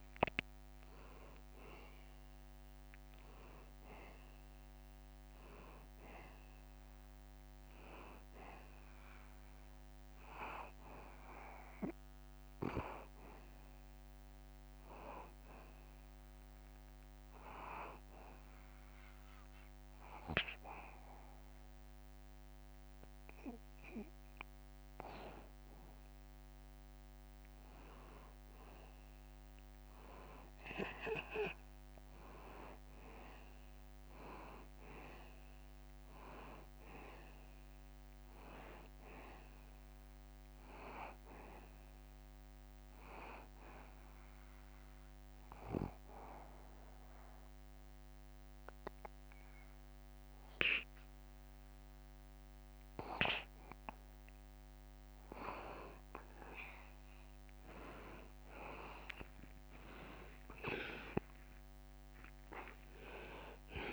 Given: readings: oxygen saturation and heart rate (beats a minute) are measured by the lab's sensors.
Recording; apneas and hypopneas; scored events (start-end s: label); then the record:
breathing in sleep by a microphone on the trachea; 2
0.00-3.00 s: drop in pulse transit time (device-marked, heart rate 82 extreme)
0.00-3.00 s: oxygen desaturation (device-marked, oxygen 90% lowest, heart rate 78 extreme)
9.00-12.00 s: arousal
16.50-27.50 s: hypopnea (oxygen 93% before, 90% lowest, heart rate 83 before, 77 extreme, up 1 after)
30.00-33.50 s: arousal
36.00-51.00 s: oxygen desaturation (device-marked, oxygen 93% before, 90% lowest, heart rate 78 before, 78 extreme)
43.00-55.00 s: hypopnea (oxygen 93% before, 90% lowest, heart rate 78 before, 78 extreme, up 0 after)
58.50-62.50 s: arousal
From the record:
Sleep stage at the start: N2 (light sleep); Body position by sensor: on the back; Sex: male